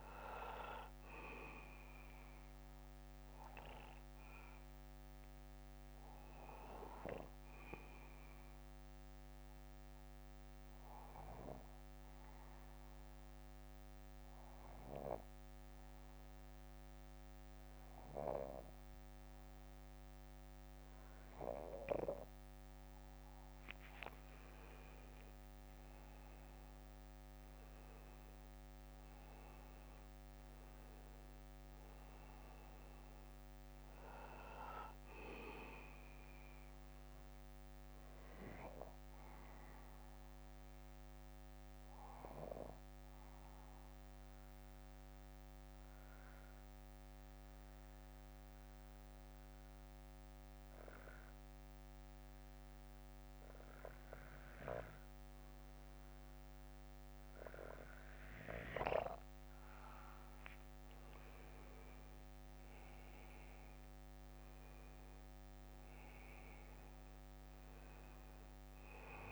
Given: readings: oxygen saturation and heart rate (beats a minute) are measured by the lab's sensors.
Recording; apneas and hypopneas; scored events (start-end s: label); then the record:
breathing in sleep by a microphone on the trachea; 2
5.50-23.50 s: obstructive apnea (oxygen 97% before, 92% lowest, heart rate 63 before, 49 extreme, up 9 after)
7.50-9.50 s: bradycardia (device-marked, heart rate 61 before, 55 extreme)
10.50-13.50 s: bradycardia (device-marked, heart rate 61 before, 56 extreme)
15.50-17.50 s: bradycardia (device-marked, heart rate 61 before, 59 extreme)
18.50-22.50 s: bradycardia (device-marked, heart rate 61 before, 58 extreme)
26.50-28.50 s: bradycardia (device-marked, heart rate 61 before, 66 extreme)
26.50-30.50 s: arousal
34.50-36.50 s: bradycardia (device-marked, heart rate 61 before, 63 extreme)
37.50-44.50 s: bradycardia (device-marked, heart rate 61 before, 49 extreme)
39.50-60.50 s: obstructive apnea (oxygen 96% before, 92% lowest, heart rate 62 before, 49 extreme, up 21 after)
46.50-58.50 s: bradycardia (device-marked, heart rate 61 before, 49 extreme)
47.50-57.50 s: oxygen desaturation (device-marked, oxygen 95% before, 92% lowest, heart rate 59 before, 49 extreme)
63.00-66.50 s: arousal
From the record:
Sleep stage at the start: N2 (light sleep); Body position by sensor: on the back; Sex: male